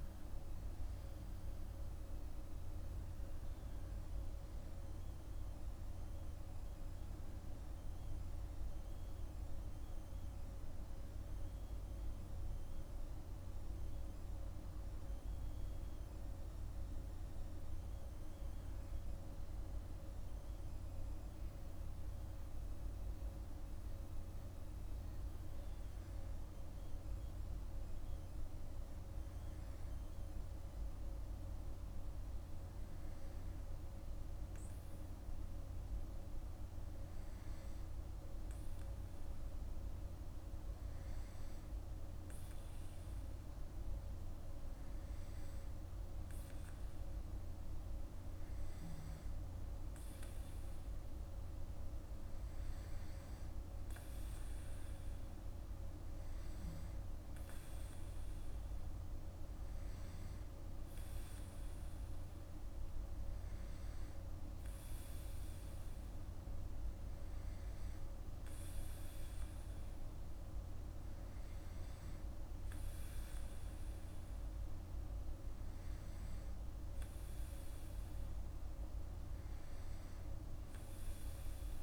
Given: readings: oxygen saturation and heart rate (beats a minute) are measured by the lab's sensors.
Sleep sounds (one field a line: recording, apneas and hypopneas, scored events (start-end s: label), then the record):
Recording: breathing in sleep, hard to hear, by a room microphone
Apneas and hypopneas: none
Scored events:
none scored
From the record:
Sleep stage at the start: N2 (light sleep)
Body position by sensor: on the back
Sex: male